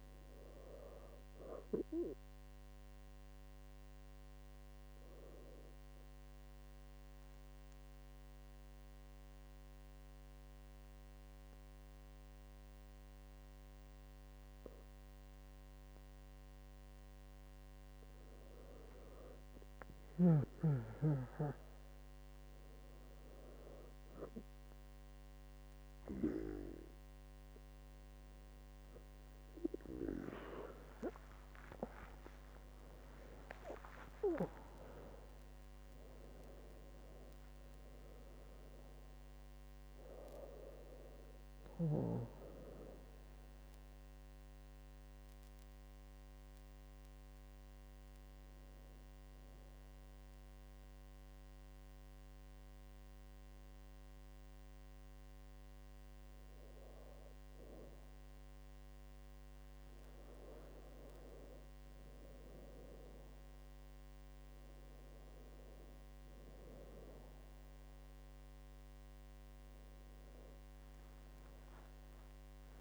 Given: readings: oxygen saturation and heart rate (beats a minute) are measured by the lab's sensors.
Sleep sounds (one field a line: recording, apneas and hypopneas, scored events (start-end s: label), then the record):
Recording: breathing in sleep by a microphone on the trachea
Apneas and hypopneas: 2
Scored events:
3.50-18.00 s: obstructive apnea (oxygen 98% before, 96% lowest, heart rate 73 before, 66 extreme, up 26 after)
31.00-35.50 s: arousal
39.00-69.00 s: new sleep stage, N1 (lightest sleep)
43.50-60.00 s: hypopnea (oxygen 98% before, 95% lowest, heart rate 90 before, 71 extreme, up 6 after)
62.00-66.00 s: arousal
69.00-72.81 s: new sleep stage, N2 (light sleep)
From the record:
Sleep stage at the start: N2 (light sleep)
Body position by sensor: on the back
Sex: female